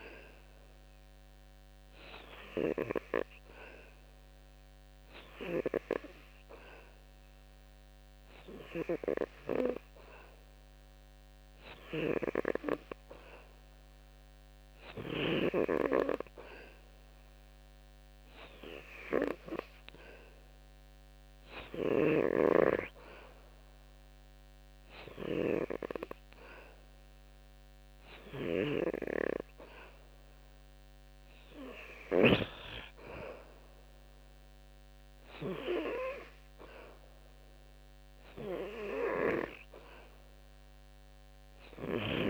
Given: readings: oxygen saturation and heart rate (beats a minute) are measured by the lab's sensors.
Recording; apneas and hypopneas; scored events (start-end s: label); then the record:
breathing in sleep by a microphone on the trachea; none
28.00-32.00 s: snoring (device-marked)
From the record:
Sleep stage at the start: N2 (light sleep); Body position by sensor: on the back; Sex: male